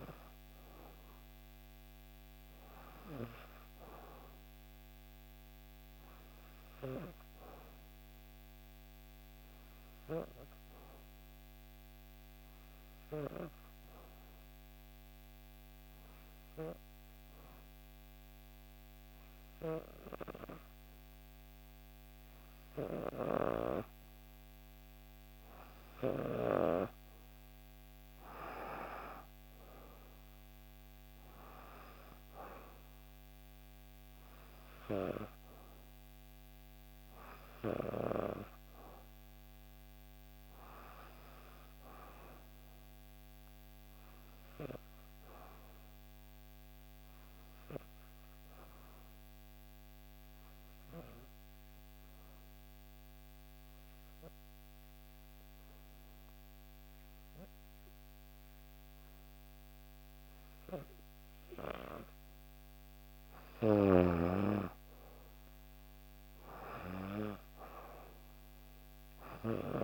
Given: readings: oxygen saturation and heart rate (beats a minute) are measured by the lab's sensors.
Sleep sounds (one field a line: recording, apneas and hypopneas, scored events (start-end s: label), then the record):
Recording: breathing in sleep by a microphone on the trachea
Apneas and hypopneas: 2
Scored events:
10.50-24.50 s: obstructive apnea (oxygen 95% before, 90% lowest, heart rate 60 before, 58 extreme, up 4 after)
26.50-30.50 s: arousal
27.00-49.00 s: oxygen desaturation (device-marked, oxygen 96% before, 92% lowest, heart rate 60 before, 58 extreme)
44.50-61.50 s: obstructive apnea (oxygen 96% before, 90% lowest, heart rate 62 before, 58 extreme, up 4 after)
63.50-67.00 s: arousal
66.00-69.84 s: oxygen desaturation (device-marked, oxygen 96% before, 90% lowest, heart rate 59 before, 58 extreme)
From the record:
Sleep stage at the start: N2 (light sleep)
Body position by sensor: on the back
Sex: female